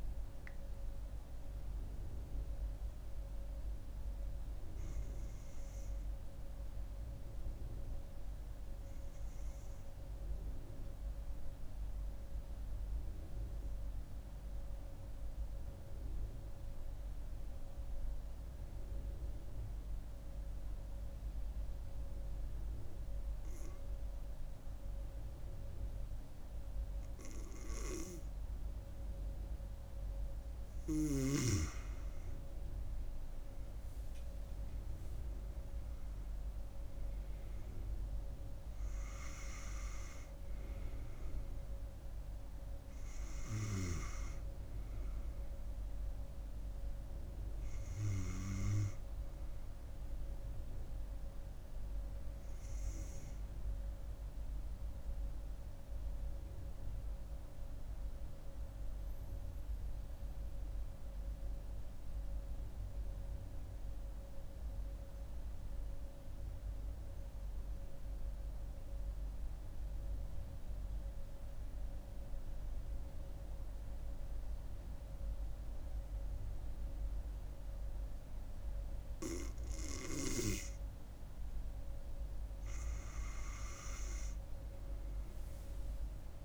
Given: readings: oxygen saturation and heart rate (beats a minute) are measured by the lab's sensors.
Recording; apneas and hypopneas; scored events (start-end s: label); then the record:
breathing in sleep by a room microphone; 2
11.00-28.00 s: obstructive apnea (oxygen 97% before, 91% lowest)
29.50-54.50 s: oxygen desaturation (device-marked, oxygen 97% before, 91% lowest)
32.50-36.00 s: arousal
55.00-80.50 s: obstructive apnea (oxygen 96% before, 90% lowest)
76.50-86.45 s: oxygen desaturation (device-marked, oxygen 97% before, 90% lowest)
83.00-86.00 s: arousal
From the record:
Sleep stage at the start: N2 (light sleep); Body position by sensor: on the right side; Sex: female